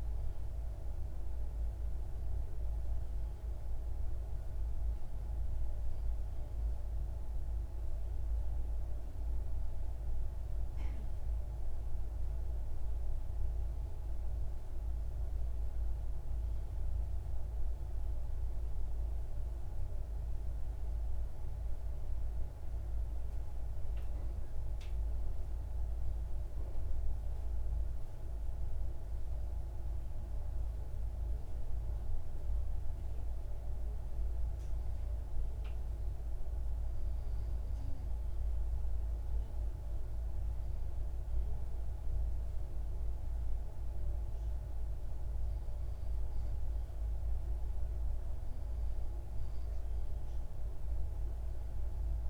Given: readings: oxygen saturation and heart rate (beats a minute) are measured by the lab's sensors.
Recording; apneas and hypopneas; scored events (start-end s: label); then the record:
breathing in sleep, hard to hear, by a room microphone; none
none scored
From the record:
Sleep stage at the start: REM sleep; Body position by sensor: on the left side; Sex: male